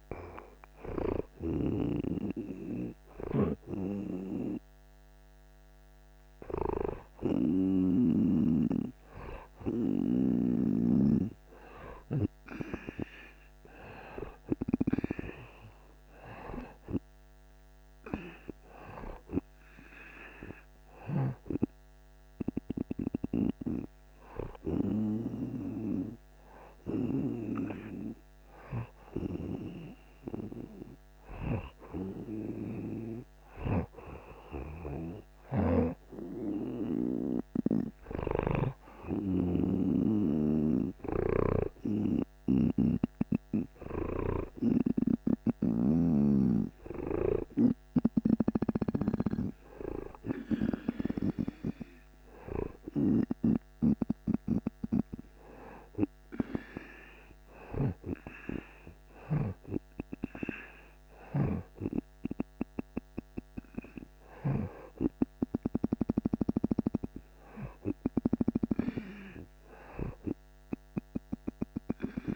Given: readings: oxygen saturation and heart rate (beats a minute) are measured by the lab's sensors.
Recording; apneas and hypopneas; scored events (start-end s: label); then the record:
breathing in sleep by a microphone on the trachea; none
0.00-8.00 s: snoring (device-marked)
10.00-15.00 s: snoring (device-marked)
21.00-25.00 s: snoring (device-marked)
33.50-64.50 s: snoring (device-marked)
44.50-65.50 s: oxygen desaturation (device-marked, oxygen 92% before, 87% lowest)
From the record:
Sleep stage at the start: N2 (light sleep); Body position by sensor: on the right side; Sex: male